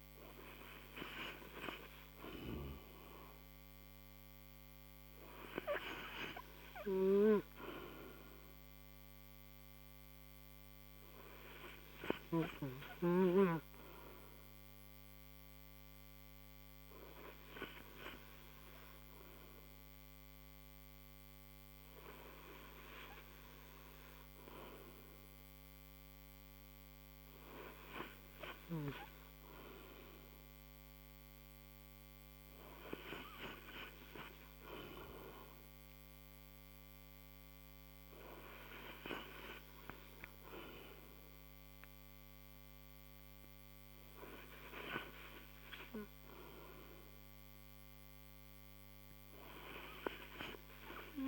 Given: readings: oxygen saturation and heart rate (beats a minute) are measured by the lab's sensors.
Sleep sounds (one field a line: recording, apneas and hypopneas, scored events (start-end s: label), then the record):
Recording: breathing in sleep by a microphone on the trachea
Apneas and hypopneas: none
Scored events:
8.50-20.50 s: oxygen desaturation (device-marked, oxygen 96% before, 89% lowest, heart rate 71 before, 46 extreme)
46.50-49.50 s: arousal
From the record:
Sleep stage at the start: N2 (light sleep)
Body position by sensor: on the right side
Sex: male